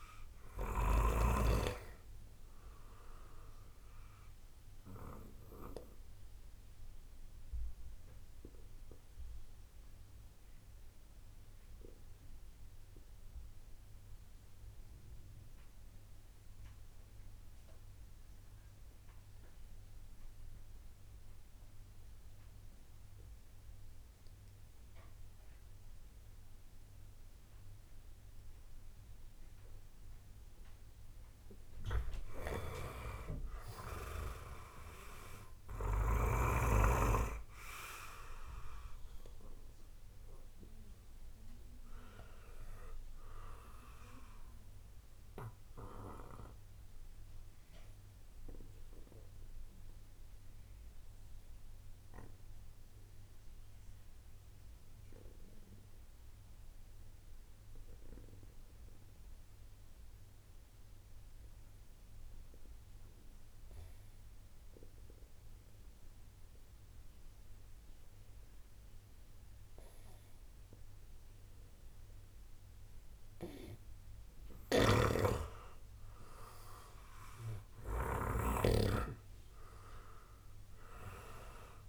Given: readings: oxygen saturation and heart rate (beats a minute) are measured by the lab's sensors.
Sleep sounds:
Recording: breathing in sleep by a room microphone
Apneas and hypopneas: 2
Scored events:
6.00-29.00 s: obstructive apnea (oxygen 97% before, 93% lowest, heart rate 65 before, 30 extreme, up 11 after)
33.00-37.50 s: arousal
45.50-68.00 s: obstructive apnea (oxygen 98% before, 93% lowest, heart rate 52 before, 53 extreme, up 10 after)
74.50-78.00 s: snoring (device-marked)
76.00-80.50 s: arousal
From the record:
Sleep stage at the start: N2 (light sleep)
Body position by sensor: on the right side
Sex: male

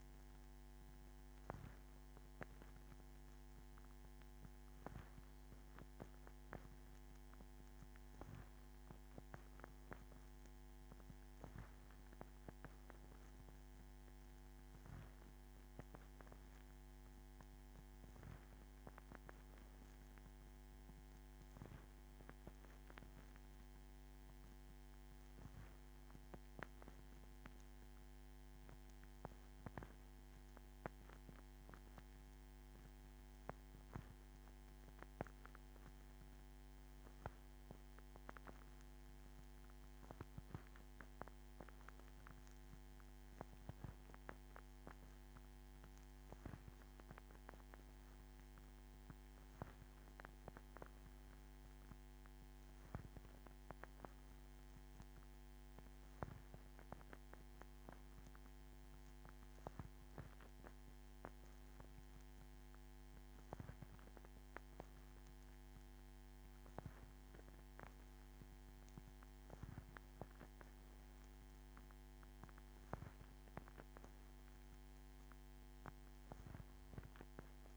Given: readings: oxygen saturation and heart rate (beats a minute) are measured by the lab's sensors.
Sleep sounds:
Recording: breathing in sleep by a microphone on the trachea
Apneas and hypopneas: none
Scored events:
none scored
From the record:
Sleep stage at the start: N2 (light sleep)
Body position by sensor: on the back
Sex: female

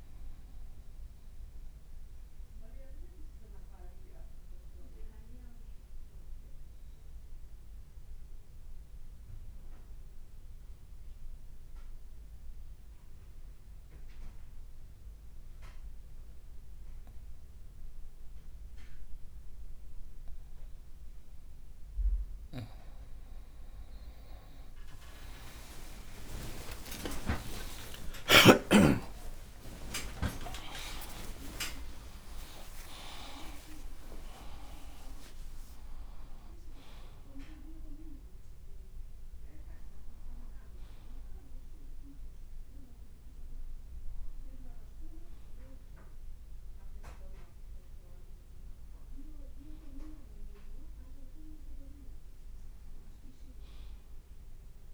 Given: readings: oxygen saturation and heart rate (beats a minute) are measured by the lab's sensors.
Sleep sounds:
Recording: a person partly awake in a sleep study, by a room microphone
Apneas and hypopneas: 1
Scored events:
1.00-19.50 s: obstructive apnea (oxygen 96% before, 93% lowest, heart rate 56 before, 52 extreme, up 47 after)
12.50-16.00 s: leg movement (device-marked)
25.00-36.00 s: tachycardia (device-marked, heart rate 58 before, 190 extreme)
25.50-27.50 s: long interval between heartbeats (device-marked, heart rate 54 before, 68 extreme)
27.50-29.50 s: long interval between heartbeats (device-marked, heart rate 56 before, 100 extreme)
29.50-31.50 s: long interval between heartbeats (device-marked, heart rate 61 before, 135 extreme)
32.00-54.94 s: new sleep stage, awake
32.50-34.50 s: long interval between heartbeats (device-marked, heart rate 76 before, 188 extreme)
34.50-36.50 s: long interval between heartbeats (device-marked, heart rate 90 before, 171 extreme)
From the record:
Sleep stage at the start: N2 (light sleep)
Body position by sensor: on the right side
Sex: male

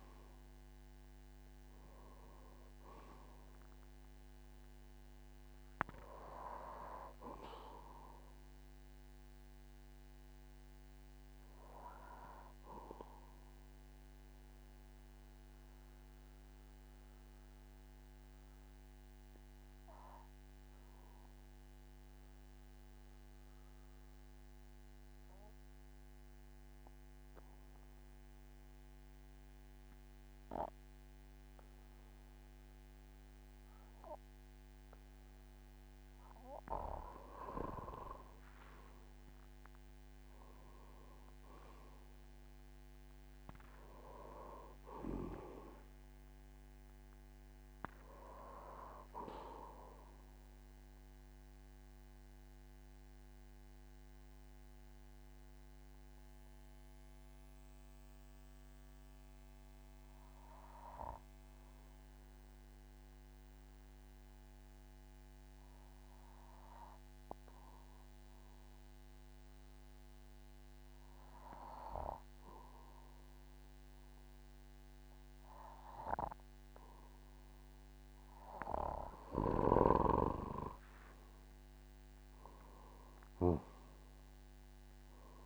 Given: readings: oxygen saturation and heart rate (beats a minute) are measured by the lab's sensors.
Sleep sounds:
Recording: breathing in sleep by a microphone on the trachea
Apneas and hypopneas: 2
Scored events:
0.00-2.50 s: arousal
1.00-26.00 s: oxygen desaturation (device-marked, oxygen 98% before, 93% lowest, heart rate 53 before, 45 extreme)
14.50-35.50 s: obstructive apnea (oxygen 98% before, 92% lowest, heart rate 55 before, 46 extreme, up 12 after)
37.00-68.00 s: oxygen desaturation (device-marked, oxygen 98% before, 92% lowest, heart rate 49 before, 48 extreme)
40.00-44.00 s: arousal
52.00-78.00 s: obstructive apnea (oxygen 98% before, 91% lowest, heart rate 56 before, 48 extreme, up 13 after)
80.00-85.46 s: oxygen desaturation (device-marked, oxygen 99% before, 91% lowest, heart rate 51 before, 48 extreme)
81.00-85.00 s: arousal
From the record:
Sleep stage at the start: N2 (light sleep)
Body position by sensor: on the back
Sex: male

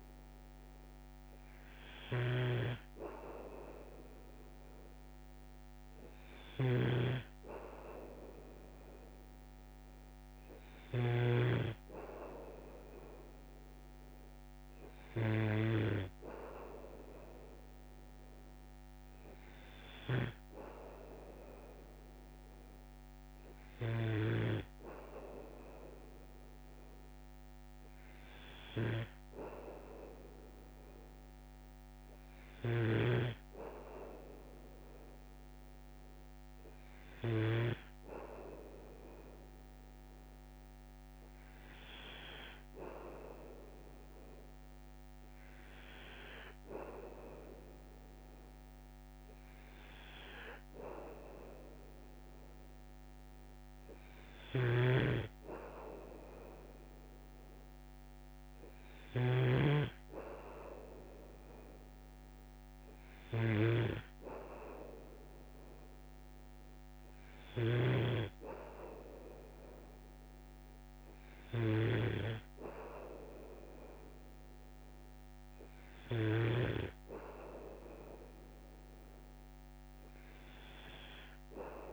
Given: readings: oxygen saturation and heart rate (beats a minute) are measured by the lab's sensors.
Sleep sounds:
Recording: breathing in sleep by a microphone on the trachea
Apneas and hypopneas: none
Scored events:
2.00-11.00 s: snoring (device-marked)
20.00-24.00 s: snoring (device-marked)
54.50-76.50 s: snoring (device-marked)
From the record:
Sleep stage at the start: N2 (light sleep)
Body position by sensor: on the back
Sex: male

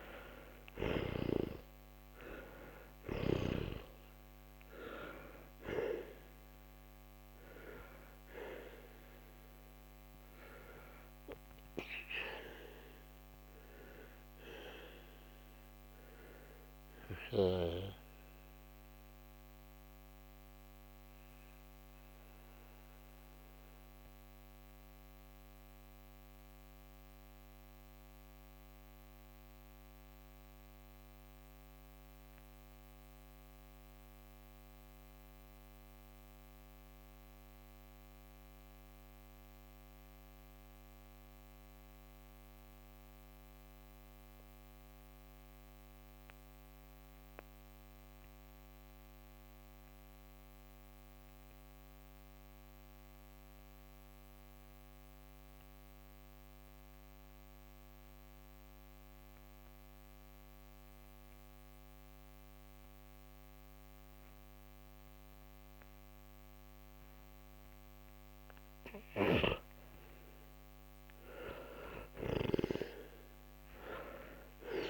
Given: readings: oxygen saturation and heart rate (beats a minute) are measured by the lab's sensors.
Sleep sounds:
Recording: breathing in sleep by a microphone on the trachea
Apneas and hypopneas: 1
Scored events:
0.00-13.50 s: oxygen desaturation (device-marked, oxygen 88% lowest, heart rate 48 extreme)
12.00-69.00 s: mixed apnea (oxygen 97% before, 87% lowest, heart rate 68 before, 49 extreme, up 17 after)
19.50-32.50 s: oxygen desaturation (device-marked, oxygen 91% before, 87% lowest, heart rate 65 before, 52 extreme)
58.50-74.90 s: oxygen desaturation (device-marked, oxygen 99% before, 87% lowest, heart rate 57 before, 40 extreme)
70.00-74.50 s: arousal
From the record:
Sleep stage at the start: N2 (light sleep)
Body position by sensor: on the back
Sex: male

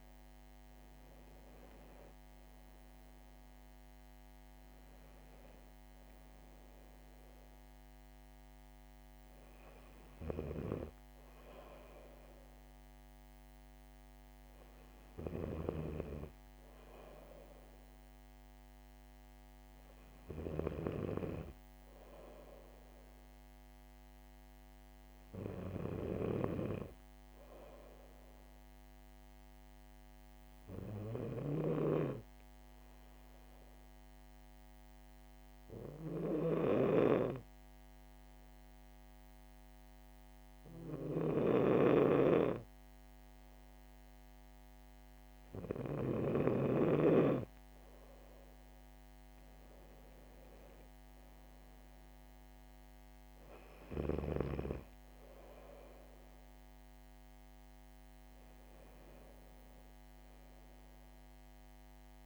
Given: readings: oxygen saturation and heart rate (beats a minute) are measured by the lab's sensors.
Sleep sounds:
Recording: breathing in sleep by a microphone on the trachea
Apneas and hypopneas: 1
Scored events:
0.00-1.50 s: arousal
27.00-46.50 s: hypopnea (oxygen 98% before, 95% lowest, heart rate 66 before, 63 extreme, up 4 after)
36.00-46.50 s: snoring (device-marked)
48.00-51.50 s: arousal
From the record:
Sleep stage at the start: N2 (light sleep)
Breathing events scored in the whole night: 179 in 5.8 hours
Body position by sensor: on the back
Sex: female

